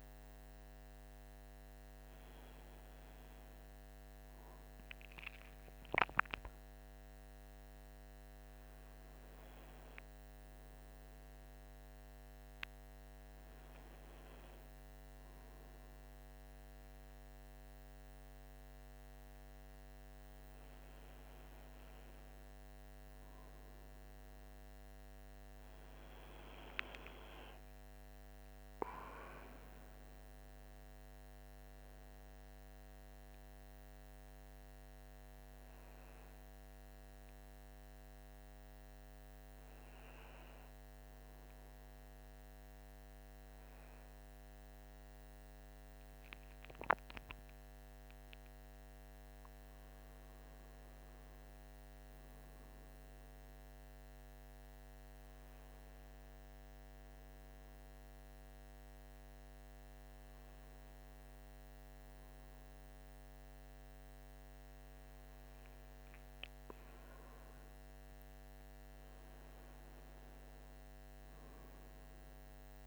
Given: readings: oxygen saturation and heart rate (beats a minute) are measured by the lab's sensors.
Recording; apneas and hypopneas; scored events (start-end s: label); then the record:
a person awake in a sleep study, hard to hear, by a microphone on the trachea; none
none scored
From the record:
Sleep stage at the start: awake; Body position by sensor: on the right side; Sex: male